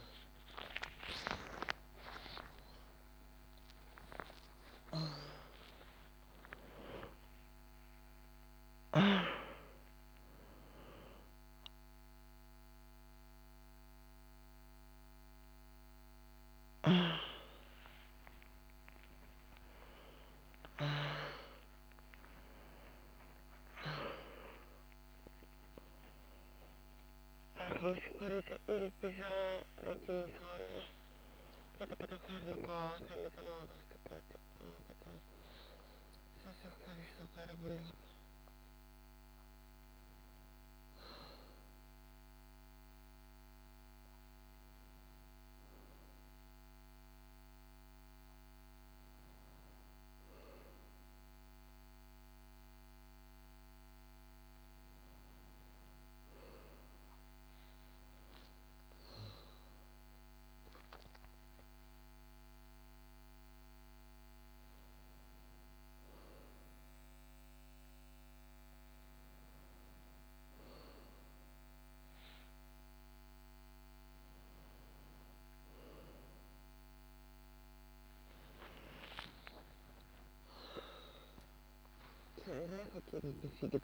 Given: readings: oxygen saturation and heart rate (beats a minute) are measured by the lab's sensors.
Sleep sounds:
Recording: a person awake in a sleep study, by a microphone on the trachea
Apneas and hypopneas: none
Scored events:
0.00-1.50 s: long interval between heartbeats (device-marked, heart rate 148 extreme)
0.00-5.00 s: tachycardia (device-marked, heart rate 152 extreme)
2.00-4.00 s: long interval between heartbeats (device-marked, heart rate 84 before, 137 extreme)
7.50-9.50 s: long interval between heartbeats (device-marked, heart rate 101 before, 96 extreme)
50.50-52.50 s: long interval between heartbeats (device-marked, heart rate 71 before, 71 extreme)
From the record:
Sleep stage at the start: awake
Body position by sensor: on the right side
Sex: female

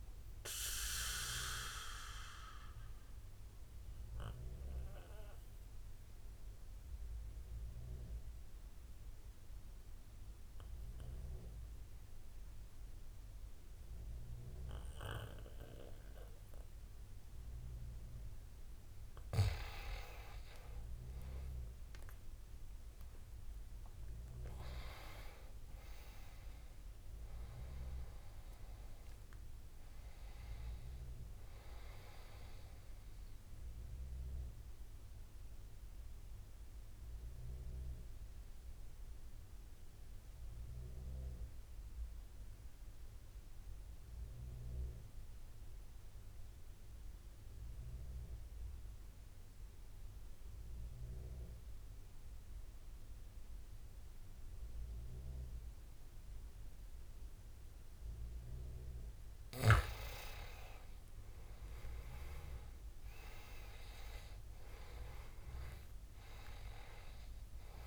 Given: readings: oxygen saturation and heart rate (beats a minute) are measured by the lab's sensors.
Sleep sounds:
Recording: breathing in sleep by a room microphone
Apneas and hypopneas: 2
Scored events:
0.00-17.50 s: oxygen desaturation (device-marked, oxygen 85% lowest, heart rate 68 extreme)
0.50-18.50 s: obstructive apnea (oxygen 98% before, 85% lowest, heart rate 79 before, 68 extreme, up 13 after)
20.50-24.00 s: arousal
35.00-58.50 s: obstructive apnea (oxygen 98% before, 85% lowest, heart rate 79 before, 67 extreme, up 12 after)
61.00-65.00 s: arousal
61.50-67.87 s: oxygen desaturation (device-marked, oxygen 97% before, 85% lowest, heart rate 70 before, 65 extreme)
From the record:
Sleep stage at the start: N2 (light sleep)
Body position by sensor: on the back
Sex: male

